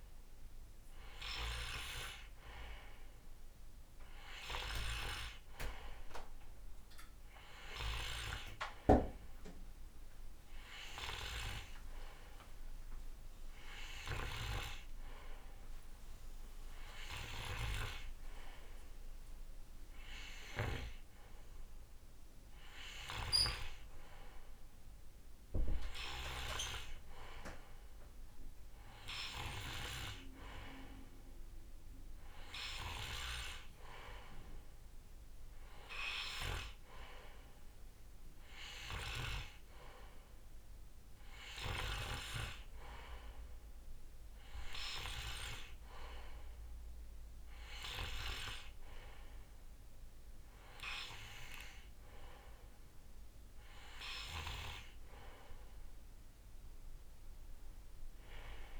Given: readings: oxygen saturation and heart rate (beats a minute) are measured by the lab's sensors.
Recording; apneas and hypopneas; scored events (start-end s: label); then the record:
breathing in sleep by a room microphone; none
none scored
From the record:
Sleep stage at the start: N2 (light sleep); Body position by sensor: on the right side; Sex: male